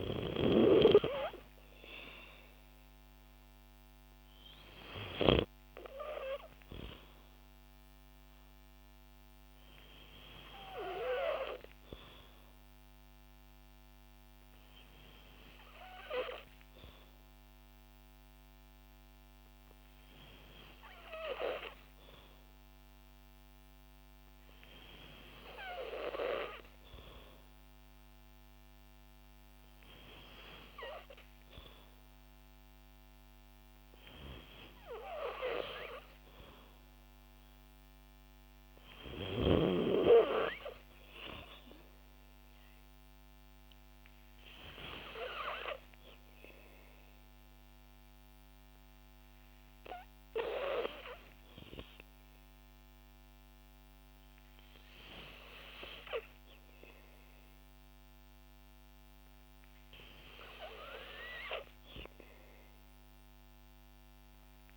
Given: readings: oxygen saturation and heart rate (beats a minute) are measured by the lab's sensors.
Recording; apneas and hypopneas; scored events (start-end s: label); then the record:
breathing in sleep by a microphone on the trachea; none
3.00-20.00 s: oxygen desaturation (device-marked, oxygen 96% before, 92% lowest, heart rate 58 before, 56 extreme)
34.50-37.50 s: arousal
From the record:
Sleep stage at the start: N2 (light sleep); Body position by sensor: on the back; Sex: female